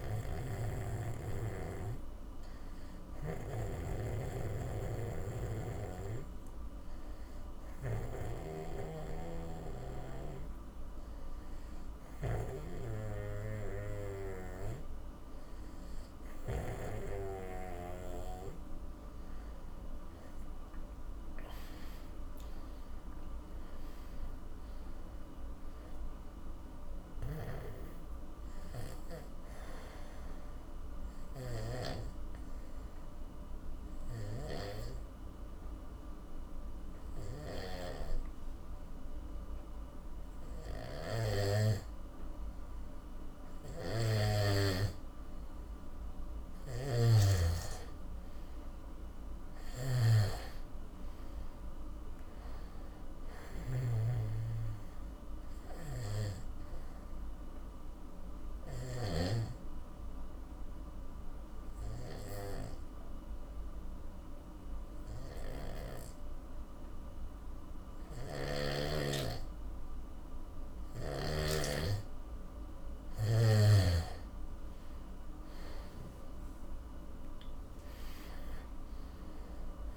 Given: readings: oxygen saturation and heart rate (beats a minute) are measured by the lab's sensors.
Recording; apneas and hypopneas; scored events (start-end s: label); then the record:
breathing in sleep by a room microphone; 3
0.00-13.00 s: oxygen desaturation (device-marked, oxygen 86% lowest, heart rate 51 extreme)
1.50-17.50 s: obstructive apnea (oxygen 98% before, 86% lowest, heart rate 68 before, 51 extreme, up 19 after)
4.00-16.50 s: snoring (device-marked)
19.00-22.50 s: arousal
27.00-32.00 s: snoring (device-marked)
30.50-46.00 s: obstructive apnea (oxygen 97% before, 87% lowest, heart rate 66 before, 52 extreme, up 16 after)
34.00-59.00 s: snoring (device-marked)
48.00-51.00 s: arousal
50.00-69.00 s: oxygen desaturation (device-marked, oxygen 97% before, 89% lowest, heart rate 56 before, 52 extreme)
55.50-72.00 s: obstructive apnea (oxygen 97% before, 87% lowest, heart rate 59 before, 52 extreme, up 21 after)
68.00-71.50 s: snoring (device-marked)
73.50-76.00 s: arousal
78.00-79.97 s: oxygen desaturation (device-marked, oxygen 97% before, 87% lowest, heart rate 59 before, 52 extreme)
From the record:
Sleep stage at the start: N2 (light sleep); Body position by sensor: on the back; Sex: male